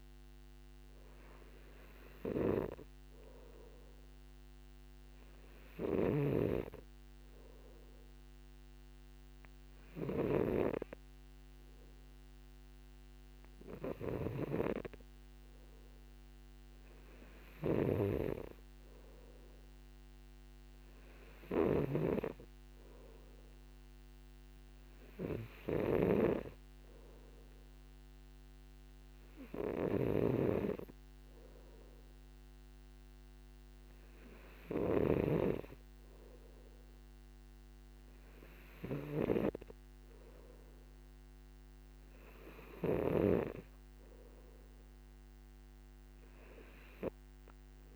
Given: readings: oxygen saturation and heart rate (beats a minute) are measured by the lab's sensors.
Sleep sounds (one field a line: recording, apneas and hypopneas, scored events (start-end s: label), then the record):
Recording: breathing in sleep by a microphone on the trachea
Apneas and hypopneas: none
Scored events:
6.50-36.00 s: snoring (device-marked)
From the record:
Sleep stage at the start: N2 (light sleep)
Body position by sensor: on the back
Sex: male